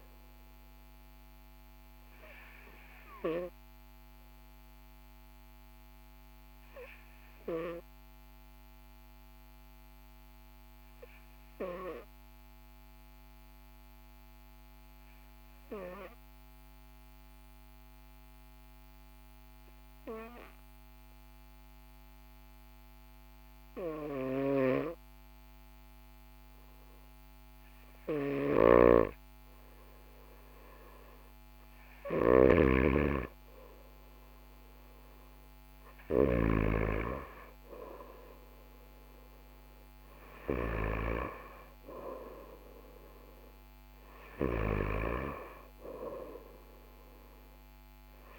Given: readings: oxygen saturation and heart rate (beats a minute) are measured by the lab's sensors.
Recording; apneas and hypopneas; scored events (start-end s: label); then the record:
breathing in sleep by a microphone on the trachea; 1
6.50-27.50 s: hypopnea (oxygen 97% before, 95% lowest, heart rate 44 before, 42 extreme, up 2 after)
27.50-36.00 s: snoring (device-marked)
29.50-32.50 s: arousal
From the record:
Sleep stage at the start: N2 (light sleep); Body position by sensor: on the right side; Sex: male